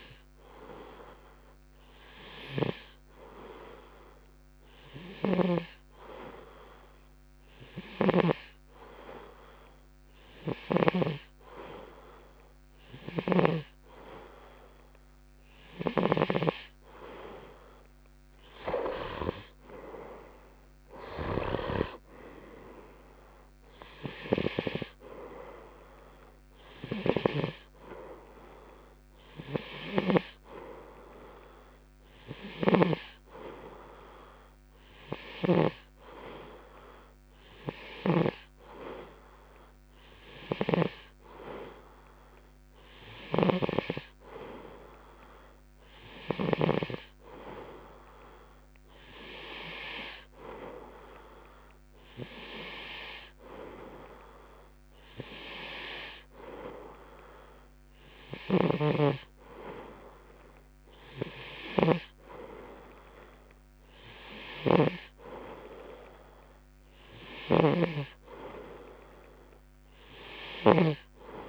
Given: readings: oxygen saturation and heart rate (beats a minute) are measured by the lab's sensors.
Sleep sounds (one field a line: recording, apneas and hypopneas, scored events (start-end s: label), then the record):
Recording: breathing in sleep by a microphone on the trachea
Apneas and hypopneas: none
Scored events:
5.50-9.00 s: snoring (device-marked)
58.50-71.49 s: snoring (device-marked)
From the record:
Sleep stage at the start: N2 (light sleep)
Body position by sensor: on the right side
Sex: male